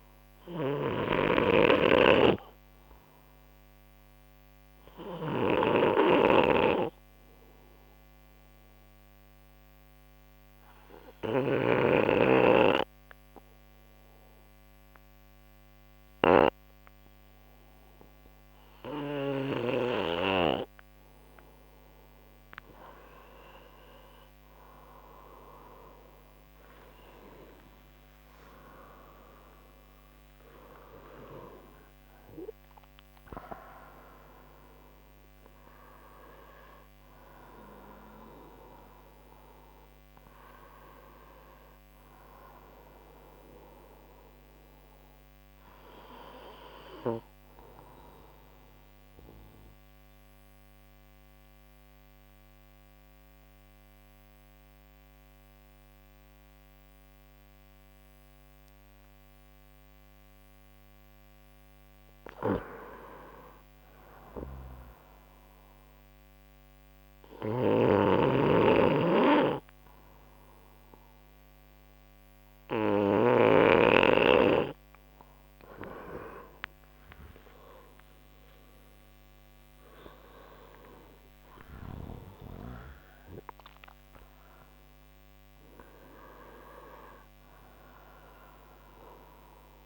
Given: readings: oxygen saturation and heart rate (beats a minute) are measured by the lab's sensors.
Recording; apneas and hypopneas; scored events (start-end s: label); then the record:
breathing in sleep by a microphone on the trachea; 2
1.00-12.00 s: snoring (device-marked)
4.00-22.50 s: obstructive apnea (oxygen 95% before, 89% lowest, heart rate 71 before, 64 extreme, up 56 after)
14.00-24.00 s: oxygen desaturation (device-marked, oxygen 95% before, 89% lowest, heart rate 70 before, 67 extreme)
23.50-28.50 s: arousal
39.00-69.00 s: new sleep stage, N1 (lightest sleep)
48.00-62.50 s: obstructive apnea (oxygen 96% before, 92% lowest, heart rate 89 before, 64 extreme, up 6 after)
64.00-67.50 s: arousal
68.00-74.00 s: snoring (device-marked)
69.00-89.86 s: new sleep stage, awake
71.00-89.86 s: oxygen desaturation (device-marked, oxygen 96% before, 92% lowest, heart rate 67 before, 64 extreme)
From the record:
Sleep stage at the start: N2 (light sleep); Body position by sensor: on the right side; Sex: male